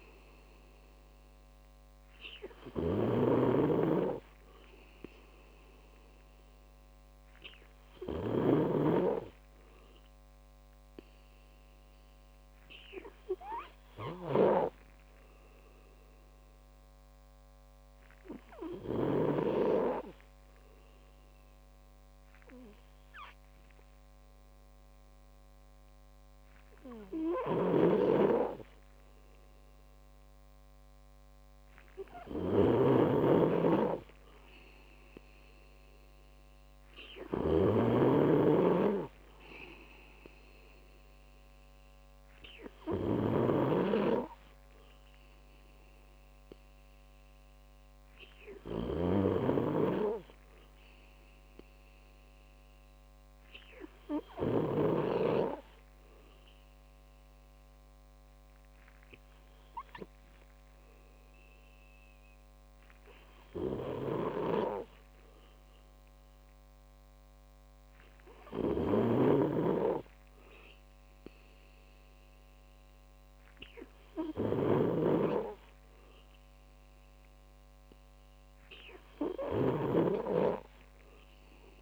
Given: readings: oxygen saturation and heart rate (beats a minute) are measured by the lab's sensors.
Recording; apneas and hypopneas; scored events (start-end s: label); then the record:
breathing in sleep by a microphone on the trachea; none
0.00-19.50 s: snoring (device-marked)
27.50-55.00 s: snoring (device-marked)
63.50-81.82 s: snoring (device-marked)
From the record:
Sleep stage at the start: N2 (light sleep); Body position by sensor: on the back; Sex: male